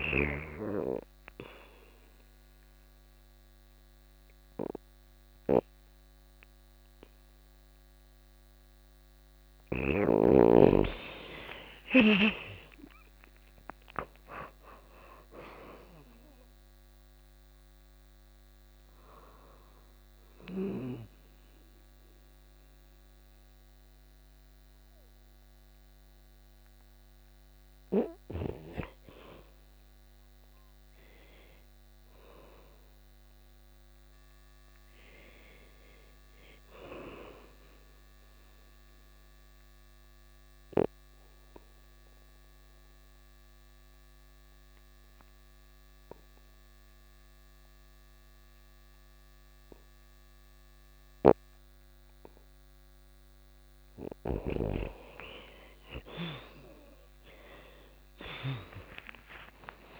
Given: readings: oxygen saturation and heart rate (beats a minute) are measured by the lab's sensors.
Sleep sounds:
breathing in sleep by a microphone on the trachea; 1
0.00-7.50 s: oxygen desaturation (device-marked, oxygen 77% lowest, heart rate 34 extreme)
20.50-25.50 s: oxygen desaturation (device-marked, oxygen 85% before, 75% lowest, heart rate 74 before, 96 extreme)
37.50-53.00 s: obstructive apnea (oxygen 99% before, 79% lowest, heart rate 138 before, 75 extreme, up 43 after)
50.00-57.50 s: snoring (device-marked)
54.50-59.50 s: arousal
55.50-60.00 s: oxygen desaturation (device-marked, oxygen 97% before, 83% lowest, heart rate 122 before, 40 extreme)
From the record:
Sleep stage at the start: REM sleep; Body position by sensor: on the back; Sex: female

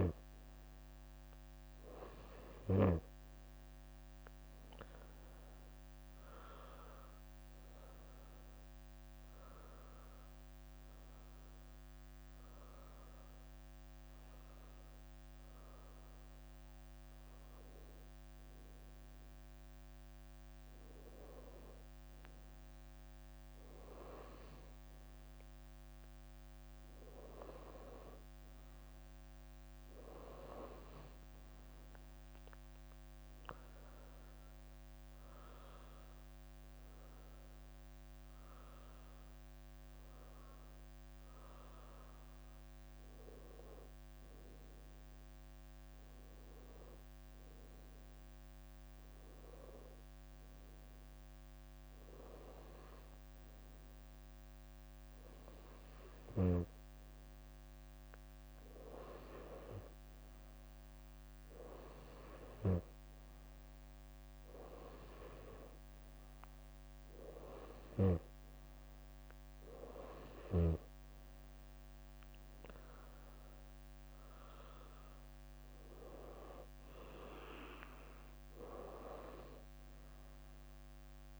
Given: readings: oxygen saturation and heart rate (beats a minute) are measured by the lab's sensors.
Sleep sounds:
breathing in sleep by a microphone on the trachea; none
0.00-5.50 s: leg movement (device-marked)
5.50-10.00 s: arousal
17.00-18.50 s: leg movement (device-marked)
20.50-23.00 s: leg movement (device-marked)
23.50-25.50 s: leg movement (device-marked)
26.50-29.00 s: leg movement (device-marked)
29.50-31.50 s: leg movement (device-marked)
33.00-36.00 s: leg movement (device-marked)
36.50-39.00 s: leg movement (device-marked)
39.50-41.50 s: leg movement (device-marked)
42.50-44.50 s: leg movement (device-marked)
45.50-48.00 s: leg movement (device-marked)
48.50-51.50 s: leg movement (device-marked)
51.50-54.00 s: leg movement (device-marked)
From the record:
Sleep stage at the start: N2 (light sleep); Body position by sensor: on the right side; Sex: female

